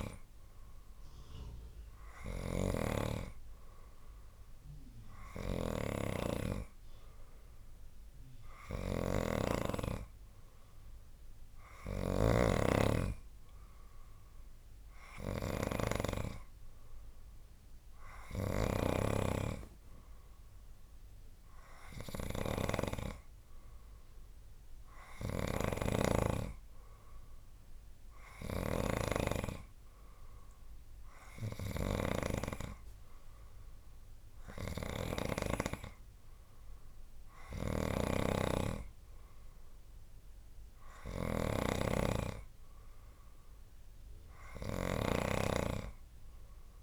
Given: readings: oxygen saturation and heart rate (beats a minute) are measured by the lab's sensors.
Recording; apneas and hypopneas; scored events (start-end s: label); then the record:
breathing in sleep by a room microphone; none
0.00-3.00 s: snoring (device-marked)
9.00-29.00 s: snoring (device-marked)
37.50-46.83 s: snoring (device-marked)
From the record:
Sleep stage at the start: N3 (deep sleep); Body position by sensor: on the right side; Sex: male